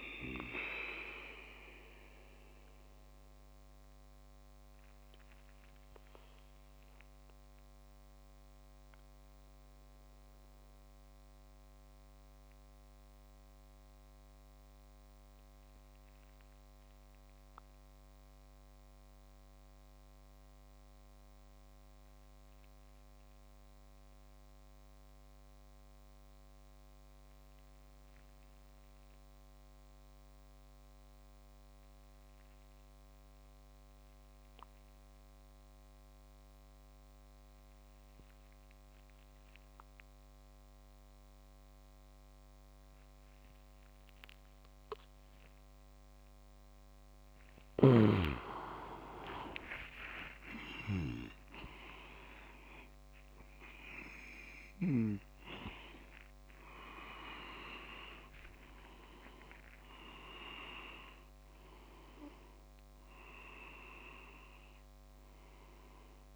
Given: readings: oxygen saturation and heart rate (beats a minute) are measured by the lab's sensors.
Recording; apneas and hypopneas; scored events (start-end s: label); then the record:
breathing in sleep by a microphone on the trachea; 1
1.00-46.50 s: obstructive apnea (oxygen 99% before, 93% lowest)
11.50-17.50 s: oxygen desaturation (device-marked, oxygen 97% before, 94% lowest)
36.50-53.50 s: oxygen desaturation (device-marked, oxygen 100% before, 95% lowest)
49.50-51.50 s: leg movement (device-marked)
49.50-53.00 s: arousal
55.00-62.00 s: leg movement (device-marked)
59.50-66.36 s: oxygen desaturation (device-marked, oxygen 97% before, 93% lowest)
From the record:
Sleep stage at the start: N2 (light sleep); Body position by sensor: on the back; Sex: male